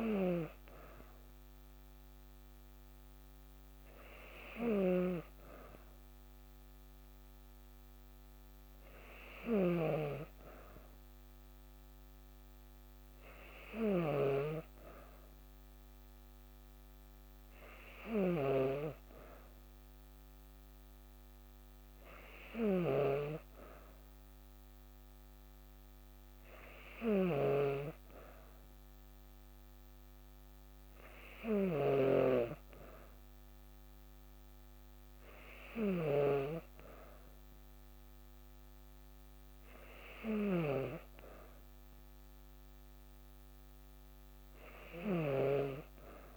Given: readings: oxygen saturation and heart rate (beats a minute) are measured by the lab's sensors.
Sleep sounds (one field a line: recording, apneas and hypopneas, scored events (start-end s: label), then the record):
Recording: breathing in sleep by a microphone on the trachea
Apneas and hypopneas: none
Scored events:
0.00-46.37 s: snoring (device-marked)
From the record:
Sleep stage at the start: N2 (light sleep)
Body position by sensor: on the back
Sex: female